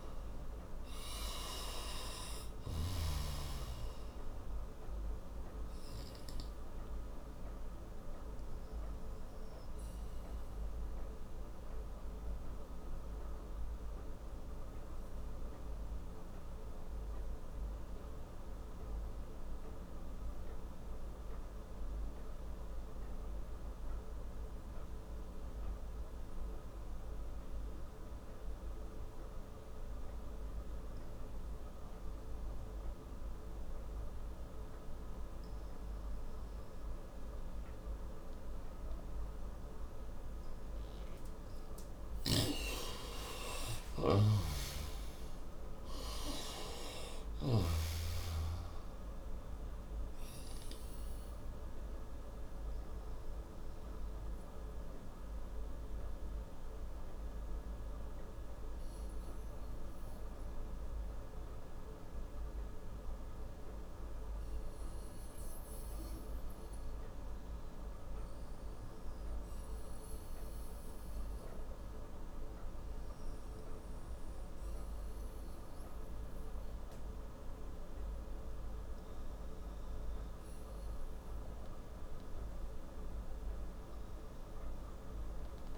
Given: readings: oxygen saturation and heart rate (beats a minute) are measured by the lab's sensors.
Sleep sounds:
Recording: breathing in sleep by a room microphone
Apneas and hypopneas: 2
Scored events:
0.00-2.50 s: snoring (device-marked)
0.00-24.00 s: oxygen desaturation (device-marked, oxygen 89% lowest, heart rate 54 extreme)
11.00-34.50 s: obstructive apnea (oxygen 99% before, 89% lowest, heart rate 66 before, 54 extreme, up 58 after)
39.50-43.50 s: arousal
41.50-47.50 s: snoring (device-marked)
56.00-81.00 s: obstructive apnea (oxygen 98% before, 88% lowest, heart rate 107 before, 59 extreme, up 24 after)
58.00-74.00 s: oxygen desaturation (device-marked, oxygen 95% before, 89% lowest, heart rate 107 before, 69 extreme)
From the record:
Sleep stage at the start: N2 (light sleep)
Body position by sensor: on the right side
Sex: male

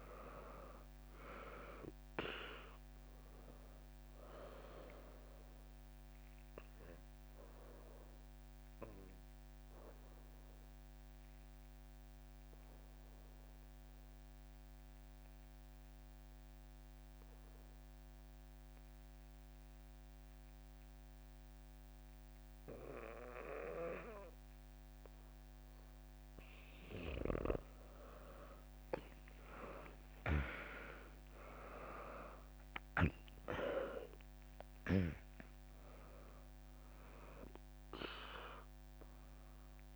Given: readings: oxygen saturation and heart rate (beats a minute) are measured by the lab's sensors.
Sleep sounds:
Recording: breathing in sleep by a microphone on the trachea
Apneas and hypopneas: 1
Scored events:
0.00-1.00 s: arousal
0.00-9.50 s: drop in pulse transit time (device-marked, heart rate 59 extreme)
8.00-26.00 s: obstructive apnea (oxygen 99% before, 95% lowest, heart rate 64 before, 59 extreme, up 0 after)
30.50-34.50 s: arousal
30.50-39.96 s: drop in pulse transit time (device-marked, heart rate 68 before, 61 extreme)
35.50-39.96 s: oxygen desaturation (device-marked, oxygen 99% before, 95% lowest, heart rate 65 before, 61 extreme)
From the record:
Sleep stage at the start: N2 (light sleep)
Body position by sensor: on the back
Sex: female

